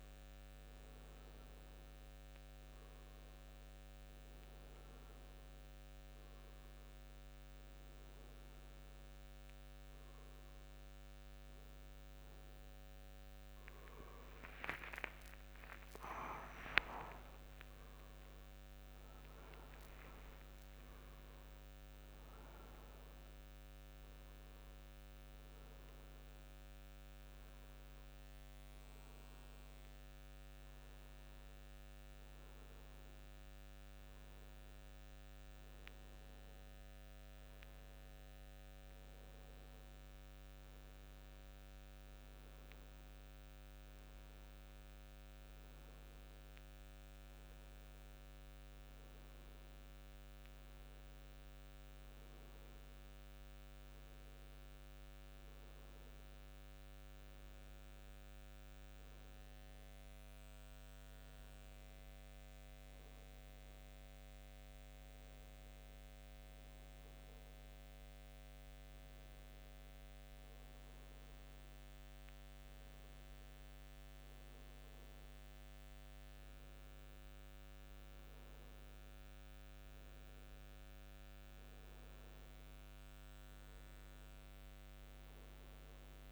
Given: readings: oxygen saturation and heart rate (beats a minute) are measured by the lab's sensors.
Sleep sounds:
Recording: breathing in sleep, hard to hear, by a microphone on the trachea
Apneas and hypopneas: none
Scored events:
13.50-18.50 s: arousal
14.00-16.00 s: long interval between heartbeats (device-marked, heart rate 92 before, 96 extreme)
82.50-86.00 s: arousal
From the record:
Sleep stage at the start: N1 (lightest sleep)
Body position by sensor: upright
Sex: male

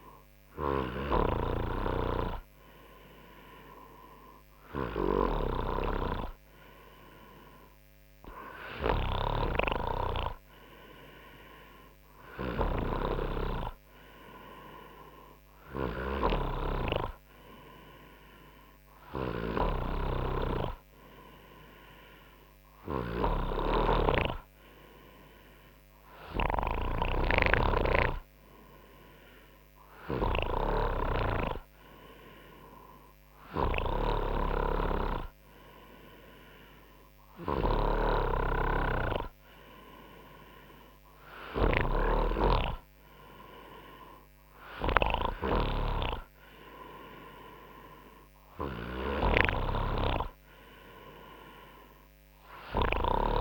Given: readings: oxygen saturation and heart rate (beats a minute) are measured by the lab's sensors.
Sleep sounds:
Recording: breathing in sleep by a microphone on the trachea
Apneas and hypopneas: none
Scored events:
20.00-28.50 s: snoring (device-marked)
34.50-53.41 s: snoring (device-marked)
From the record:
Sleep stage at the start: N3 (deep sleep)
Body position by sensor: on the front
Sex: male

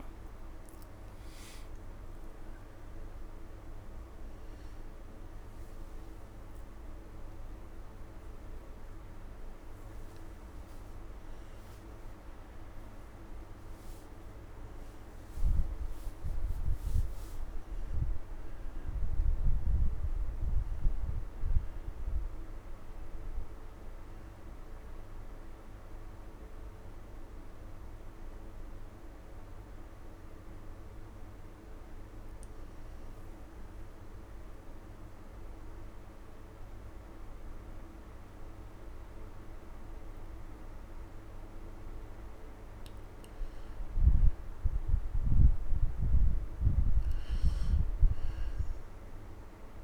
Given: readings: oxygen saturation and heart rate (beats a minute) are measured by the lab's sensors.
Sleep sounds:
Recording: breathing in sleep, hard to hear, by a room microphone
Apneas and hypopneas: 2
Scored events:
0.00-23.00 s: oxygen desaturation (device-marked, oxygen 87% lowest, heart rate 129 extreme)
6.00-16.00 s: hypopnea (oxygen 97% before, 87% lowest, heart rate 162 before, 129 extreme, up 24 after)
20.50-25.00 s: arousal
32.50-43.50 s: obstructive apnea (oxygen 100% before, 89% lowest)
44.00-49.84 s: oxygen desaturation (device-marked, oxygen 97% before, 91% lowest)
45.50-48.50 s: arousal
From the record:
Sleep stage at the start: N2 (light sleep)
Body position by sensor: on the right side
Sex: male

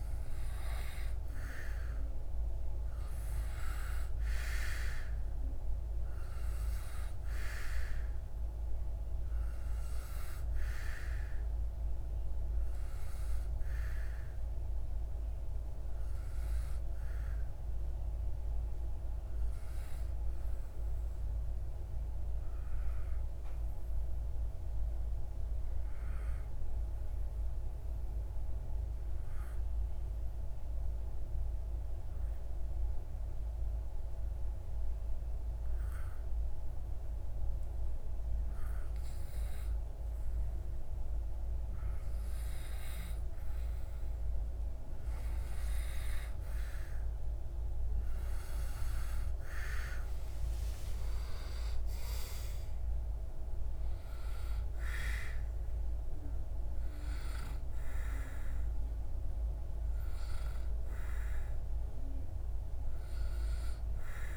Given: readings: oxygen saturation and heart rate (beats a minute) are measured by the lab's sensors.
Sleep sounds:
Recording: breathing in sleep by a room microphone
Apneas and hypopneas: 1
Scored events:
0.00-25.00 s: oxygen desaturation (device-marked, oxygen 92% lowest)
20.50-39.00 s: obstructive apnea (oxygen 96% before, 91% lowest)
39.00-64.37 s: oxygen desaturation (device-marked, oxygen 96% before, 91% lowest)
48.50-53.00 s: arousal
From the record:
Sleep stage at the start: N2 (light sleep)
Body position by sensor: on the back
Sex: male

